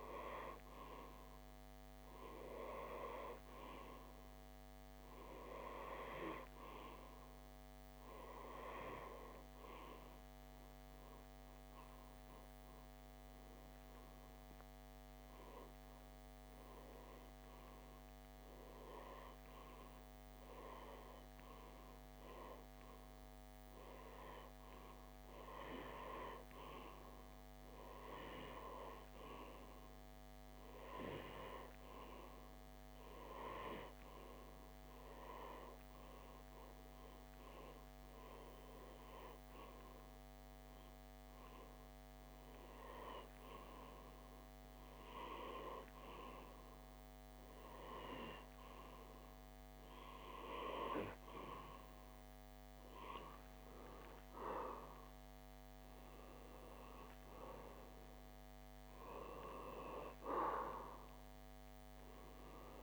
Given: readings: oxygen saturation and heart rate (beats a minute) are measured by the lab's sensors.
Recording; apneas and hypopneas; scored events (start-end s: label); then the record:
breathing in sleep by a microphone on the trachea; 1
10.50-49.50 s: hypopnea (oxygen 97% before, 91% lowest)
51.50-55.50 s: arousal
From the record:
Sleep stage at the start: REM sleep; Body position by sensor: on the back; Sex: male